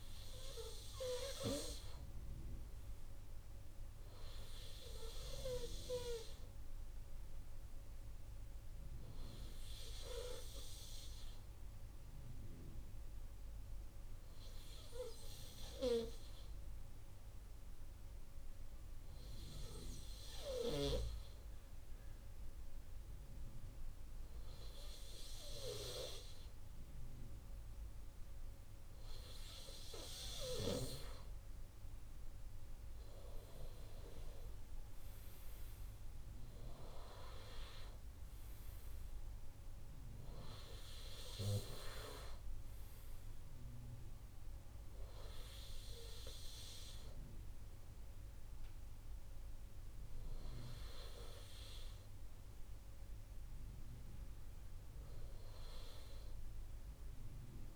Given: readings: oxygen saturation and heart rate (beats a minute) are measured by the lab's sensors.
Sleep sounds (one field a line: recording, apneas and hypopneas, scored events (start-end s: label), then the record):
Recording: breathing in sleep by a room microphone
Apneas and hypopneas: 1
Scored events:
14.00-30.00 s: obstructive apnea (oxygen 97% before, 94% lowest, heart rate 72 before, 72 extreme, up 4 after)
32.50-36.00 s: arousal
From the record:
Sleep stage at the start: N2 (light sleep)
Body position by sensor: on the right side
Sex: male